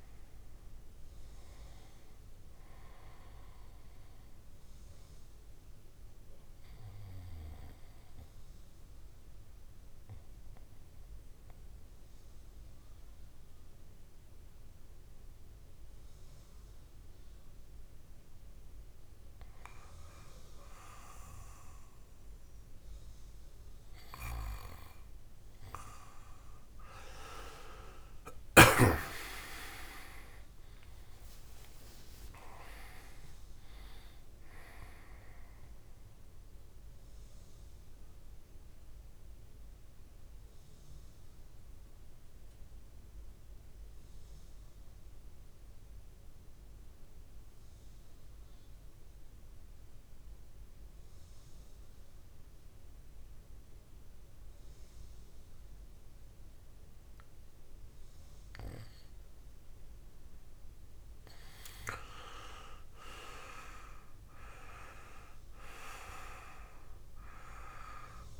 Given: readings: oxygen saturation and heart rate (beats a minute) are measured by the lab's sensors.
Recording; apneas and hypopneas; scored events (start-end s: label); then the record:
breathing in sleep by a room microphone; 2
0.00-10.50 s: oxygen desaturation (device-marked, oxygen 91% lowest, heart rate 53 extreme)
8.00-19.00 s: central apnea (oxygen 98% before, 91% lowest, heart rate 61 before, 53 extreme, up 17 after)
27.50-33.00 s: arousal
36.50-59.00 s: central apnea (oxygen 99% before, 91% lowest, heart rate 68 before, 51 extreme, up 10 after)
61.00-64.50 s: arousal
61.50-68.40 s: oxygen desaturation (device-marked, oxygen 99% before, 93% lowest, heart rate 52 before, 53 extreme)
From the record:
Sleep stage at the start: N2 (light sleep); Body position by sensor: on the back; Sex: male